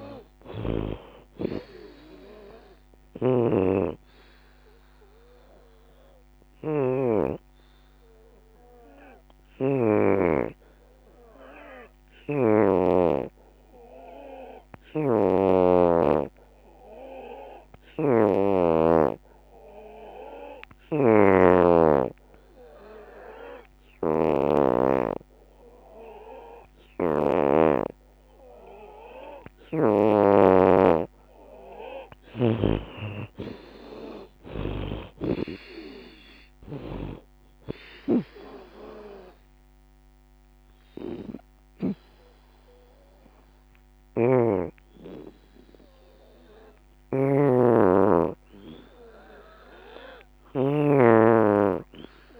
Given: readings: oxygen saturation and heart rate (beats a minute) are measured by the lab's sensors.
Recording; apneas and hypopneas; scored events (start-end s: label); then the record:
breathing in sleep by a microphone on the trachea; 1
0.00-4.50 s: drop in pulse transit time (device-marked, heart rate 78 extreme)
0.00-18.50 s: oxygen desaturation (device-marked, oxygen 85% lowest, heart rate 68 extreme)
6.00-29.50 s: obstructive apnea (oxygen 92% before, 82% lowest, heart rate 80 before, 67 extreme, up 21 after)
20.50-51.50 s: oxygen desaturation (device-marked, oxygen 92% before, 82% lowest, heart rate 76 before, 62 extreme)
31.50-42.50 s: drop in pulse transit time (device-marked, heart rate 73 before, 73 extreme)
32.50-36.50 s: arousal
From the record:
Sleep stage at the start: N2 (light sleep); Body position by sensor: on the back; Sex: female